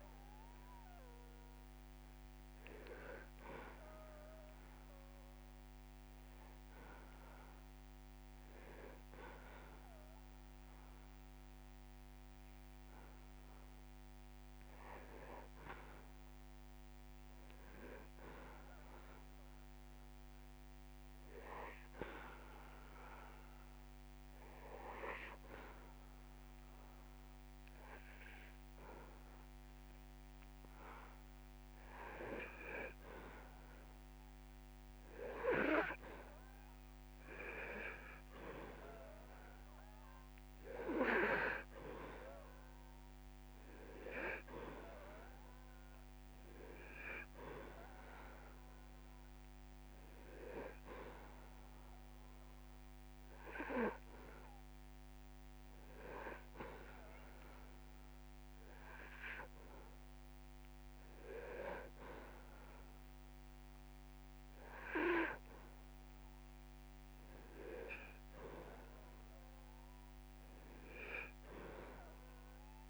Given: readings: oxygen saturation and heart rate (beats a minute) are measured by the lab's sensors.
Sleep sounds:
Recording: breathing in sleep by a microphone on the trachea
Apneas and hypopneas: 2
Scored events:
0.00-26.50 s: oxygen desaturation (device-marked, oxygen 87% lowest)
17.00-20.50 s: arousal
23.00-33.00 s: obstructive apnea (oxygen 96% before, 90% lowest)
32.00-34.00 s: long interval between heartbeats (device-marked)
35.00-38.00 s: arousal
39.50-65.50 s: oxygen desaturation (device-marked, oxygen 99% before, 90% lowest)
52.00-54.00 s: long interval between heartbeats (device-marked)
52.50-66.50 s: hypopnea (oxygen 99% before, 90% lowest)
63.00-65.00 s: long interval between heartbeats (device-marked)
69.00-72.00 s: arousal
From the record:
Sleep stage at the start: N2 (light sleep)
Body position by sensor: on the back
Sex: male

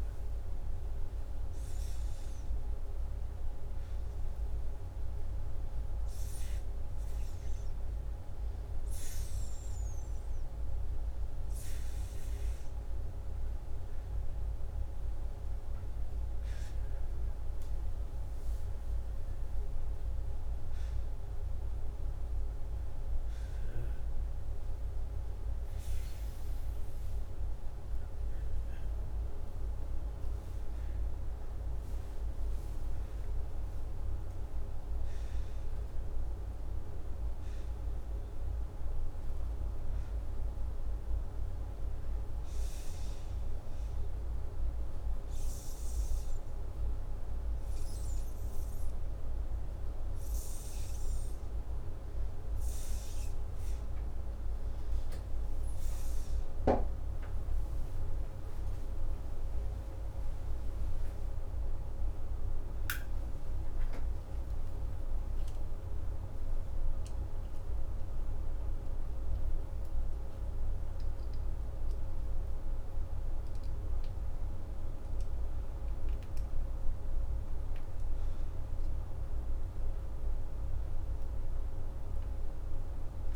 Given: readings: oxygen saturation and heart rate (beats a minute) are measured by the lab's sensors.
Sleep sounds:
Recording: breathing in sleep, hard to hear, by a room microphone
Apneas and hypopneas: none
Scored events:
0.00-4.00 s: arousal
65.50-69.50 s: arousal
From the record:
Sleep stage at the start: N2 (light sleep)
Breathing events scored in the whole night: 122 in 5.9 hours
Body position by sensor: upright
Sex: male

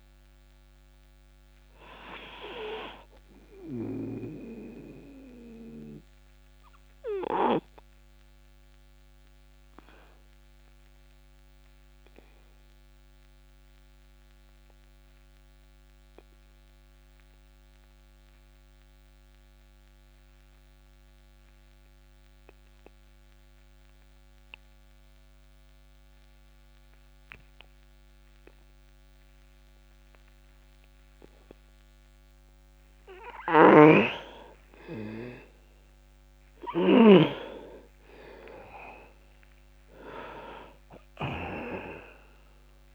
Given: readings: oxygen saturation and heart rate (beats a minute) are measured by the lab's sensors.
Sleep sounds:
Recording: breathing in sleep by a microphone on the trachea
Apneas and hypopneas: 1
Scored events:
0.00-18.50 s: oxygen desaturation (device-marked, oxygen 79% lowest)
4.50-32.00 s: obstructive apnea (oxygen 95% before, 79% lowest)
33.50-37.00 s: snoring (device-marked)
35.00-39.50 s: arousal
41.50-42.95 s: oxygen desaturation (device-marked, oxygen 98% before, 89% lowest, heart rate 49 before, 27 extreme)
From the record:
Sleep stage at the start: N2 (light sleep)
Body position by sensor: on the back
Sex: male

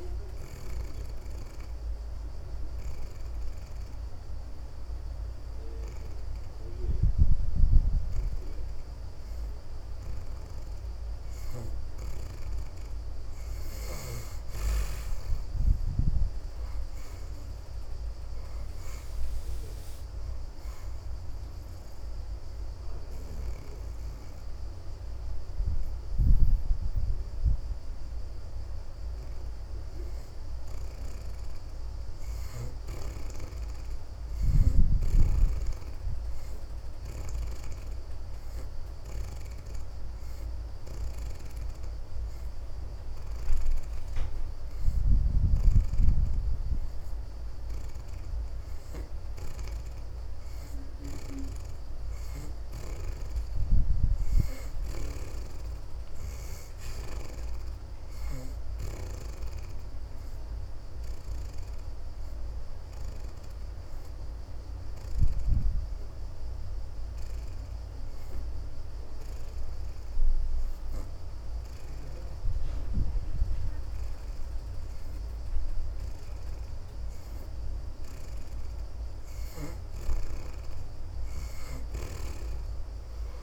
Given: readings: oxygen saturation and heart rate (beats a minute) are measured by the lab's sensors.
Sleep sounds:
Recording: breathing in sleep by a room microphone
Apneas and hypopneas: 4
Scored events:
0.00-4.50 s: oxygen desaturation (device-marked, oxygen 61% lowest, heart rate 74 extreme)
1.00-11.50 s: obstructive apnea (oxygen 72% before, 61% lowest, heart rate 72 before, 72 extreme, up 5 after)
6.50-23.50 s: oxygen desaturation (device-marked, oxygen 80% before, 67% lowest, heart rate 73 before, 72 extreme)
15.00-18.50 s: arousal
20.50-31.00 s: obstructive apnea (oxygen 80% before, 57% lowest, heart rate 79 before, 59 extreme, up 2 after)
29.50-42.50 s: oxygen desaturation (device-marked, oxygen 79% before, 61% lowest, heart rate 79 before, 59 extreme)
32.50-35.50 s: arousal
37.00-48.50 s: hypopnea (oxygen 79% before, 51% lowest, heart rate 79 before, 59 extreme, up 7 after)
44.50-64.50 s: oxygen desaturation (device-marked, oxygen 76% before, 61% lowest, heart rate 78 before, 59 extreme)
51.50-55.50 s: arousal
52.50-59.00 s: snoring (device-marked)
60.50-76.50 s: obstructive apnea (oxygen 76% before, 50% lowest, heart rate 74 before, 79 extreme, up 1 after)
73.50-83.43 s: oxygen desaturation (device-marked, oxygen 68% before, 57% lowest, heart rate 81 before, 80 extreme)
76.50-81.00 s: arousal
From the record:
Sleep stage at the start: N2 (light sleep)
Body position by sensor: on the back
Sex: female

